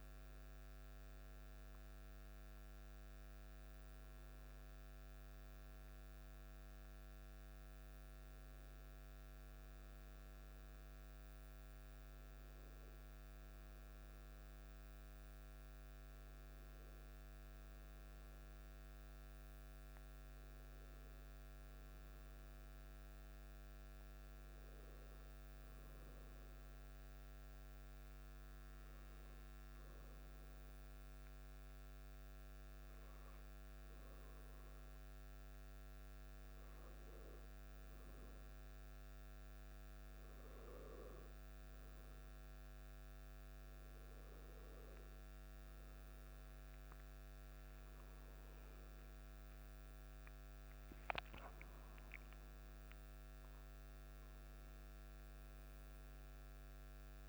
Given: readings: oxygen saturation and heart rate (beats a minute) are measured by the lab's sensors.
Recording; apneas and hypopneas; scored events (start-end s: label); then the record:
a person awake in a sleep study, hard to hear, by a microphone on the trachea; none
none scored
From the record:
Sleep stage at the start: awake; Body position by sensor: on the back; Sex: male